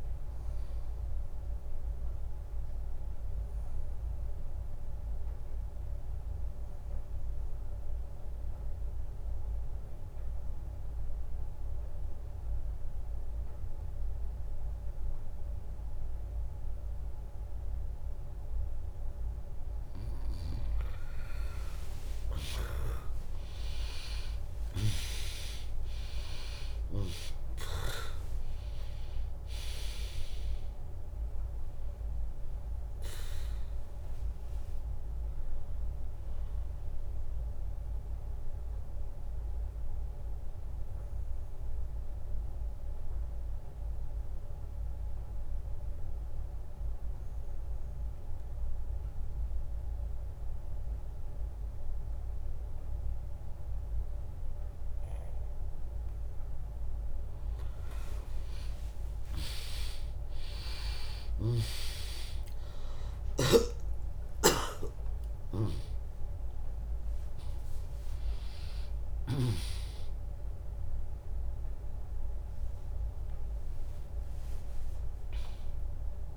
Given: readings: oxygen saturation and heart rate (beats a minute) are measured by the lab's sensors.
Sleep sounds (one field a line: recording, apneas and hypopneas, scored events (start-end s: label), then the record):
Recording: breathing in sleep by a room microphone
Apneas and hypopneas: 2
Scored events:
0.00-9.50 s: drop in pulse transit time (device-marked, heart rate 67 extreme)
1.00-19.00 s: obstructive apnea (oxygen 100% before, 96% lowest, heart rate 76 before, 56 extreme, up 33 after)
14.50-20.50 s: bradycardia (device-marked, heart rate 74 before, 56 extreme)
21.00-25.00 s: arousal
24.50-26.50 s: long interval between heartbeats (device-marked, heart rate 71 before, 78 extreme)
24.50-36.50 s: drop in pulse transit time (device-marked, heart rate 71 before, 78 extreme)
27.50-45.50 s: oxygen desaturation (device-marked, oxygen 100% before, 96% lowest, heart rate 71 before, 56 extreme)
35.00-55.00 s: obstructive apnea (oxygen 100% before, 95% lowest, heart rate 74 before, 56 extreme)
53.50-58.50 s: bradycardia (device-marked, heart rate 74 before, 57 extreme)
56.00-61.50 s: arousal
62.50-76.37 s: oxygen desaturation (device-marked, oxygen 100% before, 95% lowest, heart rate 72 before, 60 extreme)
64.50-76.37 s: drop in pulse transit time (device-marked, heart rate 70 before, 66 extreme)
From the record:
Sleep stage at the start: N2 (light sleep)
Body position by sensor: on the back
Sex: female